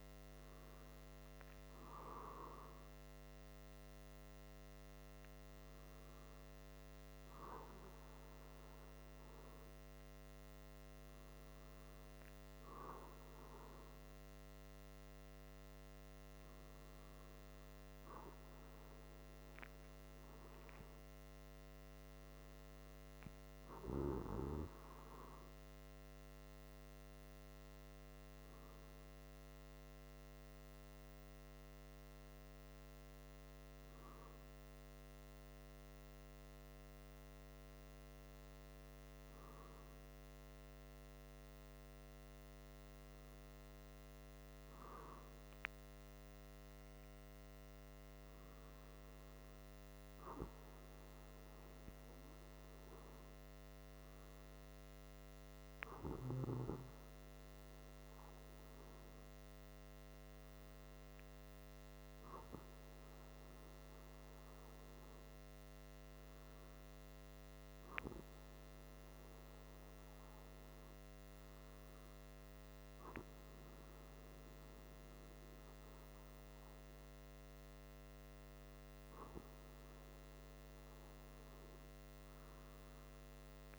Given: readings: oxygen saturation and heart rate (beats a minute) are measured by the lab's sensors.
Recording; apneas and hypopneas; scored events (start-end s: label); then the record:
breathing in sleep by a microphone on the trachea; none
none scored
From the record:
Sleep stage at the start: N2 (light sleep); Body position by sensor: on the back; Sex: male